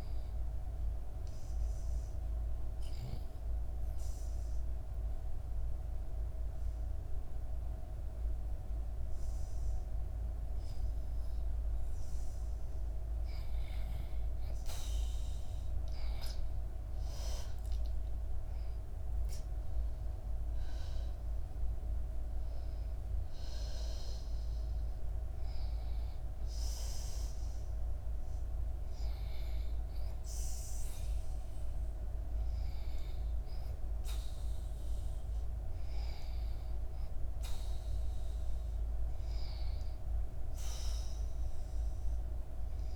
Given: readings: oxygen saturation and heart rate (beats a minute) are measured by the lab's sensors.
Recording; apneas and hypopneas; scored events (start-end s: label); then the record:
breathing in sleep, hard to hear, by a room microphone; 1
0.00-11.00 s: oxygen desaturation (device-marked, oxygen 89% lowest, heart rate 70 extreme)
1.50-12.50 s: obstructive apnea (oxygen 95% before, 87% lowest, heart rate 71 before, 71 extreme, up 6 after)
14.00-17.00 s: arousal
21.00-36.00 s: oxygen desaturation (device-marked, oxygen 90% before, 87% lowest, heart rate 71 before, 67 extreme)
41.00-42.96 s: arousal
From the record:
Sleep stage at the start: REM sleep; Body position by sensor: on the back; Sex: female